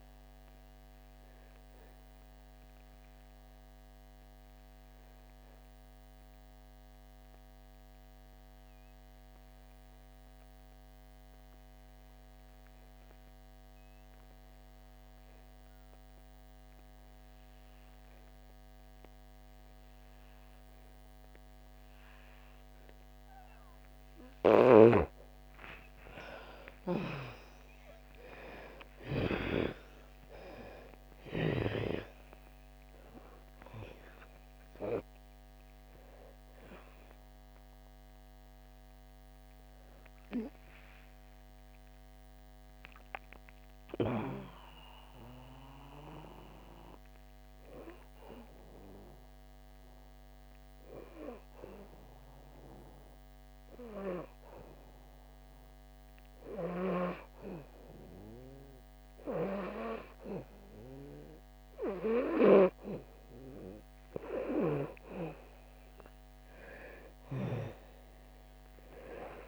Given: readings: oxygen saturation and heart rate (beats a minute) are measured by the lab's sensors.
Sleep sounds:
breathing in sleep by a microphone on the trachea; 2
0.00-15.00 s: oxygen desaturation (device-marked, oxygen 80% lowest, heart rate 59 extreme)
0.50-24.00 s: obstructive apnea (oxygen 97% before, 80% lowest, heart rate 75 before, 59 extreme, up 29 after)
21.00-48.00 s: oxygen desaturation (device-marked, oxygen 98% before, 83% lowest, heart rate 63 before, 63 extreme)
26.00-30.00 s: arousal
38.00-61.50 s: hypopnea (oxygen 98% before, 82% lowest, heart rate 73 before, 60 extreme, up 10 after)
65.00-69.47 s: arousal
66.00-69.47 s: oxygen desaturation (device-marked, oxygen 99% before, 91% lowest, heart rate 66 before, 60 extreme)
From the record:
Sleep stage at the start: N2 (light sleep); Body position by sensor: on the back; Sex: female

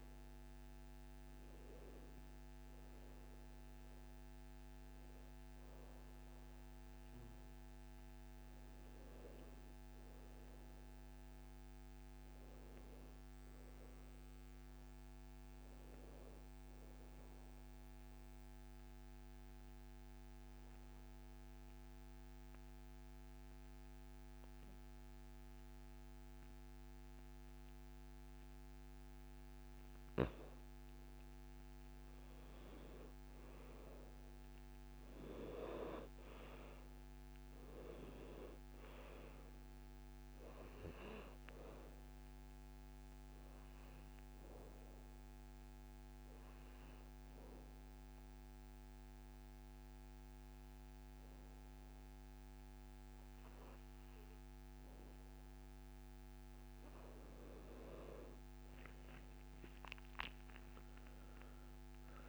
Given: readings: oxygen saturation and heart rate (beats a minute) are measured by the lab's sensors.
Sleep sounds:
breathing in sleep by a microphone on the trachea; 2
0.00-10.50 s: oxygen desaturation (device-marked, oxygen 86% lowest, heart rate 62 extreme)
18.00-30.00 s: obstructive apnea (oxygen 99% before, 88% lowest, heart rate 74 before, 62 extreme, up 7 after)
30.50-51.50 s: oxygen desaturation (device-marked, oxygen 98% before, 88% lowest, heart rate 67 before, 68 extreme)
31.50-35.00 s: arousal
44.50-54.50 s: obstructive apnea (oxygen 99% before, 89% lowest, heart rate 67 before, 65 extreme, up 7 after)
57.00-61.00 s: arousal
From the record:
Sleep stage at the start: N2 (light sleep); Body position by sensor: on the back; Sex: male

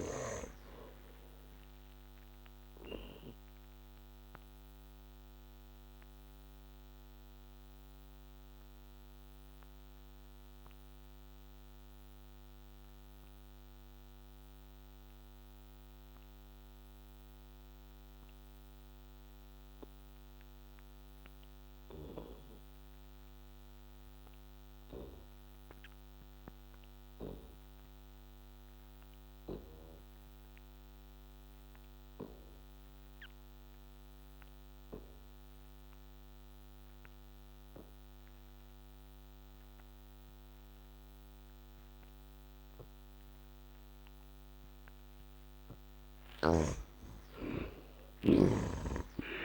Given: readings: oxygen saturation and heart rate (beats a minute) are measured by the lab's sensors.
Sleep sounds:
breathing in sleep by a microphone on the trachea; 1
2.50-43.50 s: obstructive apnea (heart rate 72 before, 55 extreme, up 17 after)
46.00-49.45 s: arousal
48.00-49.45 s: snoring (device-marked)
From the record:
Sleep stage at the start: N2 (light sleep); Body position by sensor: on the back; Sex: male

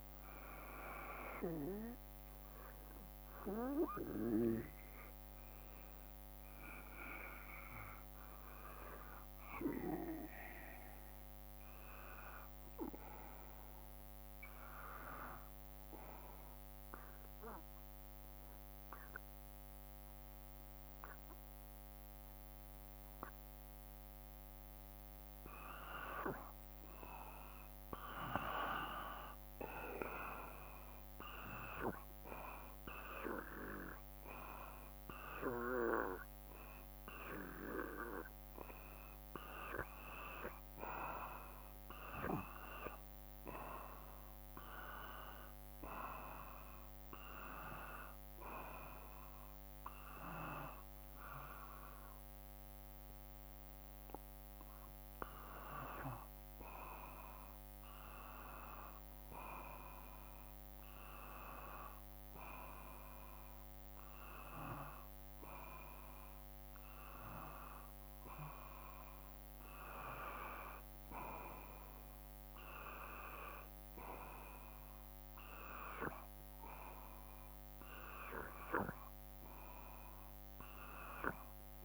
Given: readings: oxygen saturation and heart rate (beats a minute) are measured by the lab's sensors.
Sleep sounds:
breathing in sleep by a microphone on the trachea; 2
12.00-81.85 s: new sleep stage, N2 (light sleep)
16.00-26.00 s: obstructive apnea (oxygen 96% before, 89% lowest, heart rate 60 before, 55 extreme, up 2 after)
29.50-33.50 s: arousal
34.00-47.00 s: oxygen desaturation (device-marked, oxygen 94% before, 89% lowest, heart rate 56 before, 53 extreme)
55.00-67.50 s: hypopnea (oxygen 95% before, 93% lowest, heart rate 56 before, 52 extreme, up 2 after)
71.00-76.50 s: arousal
From the record:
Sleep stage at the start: N1 (lightest sleep); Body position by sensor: on the back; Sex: male

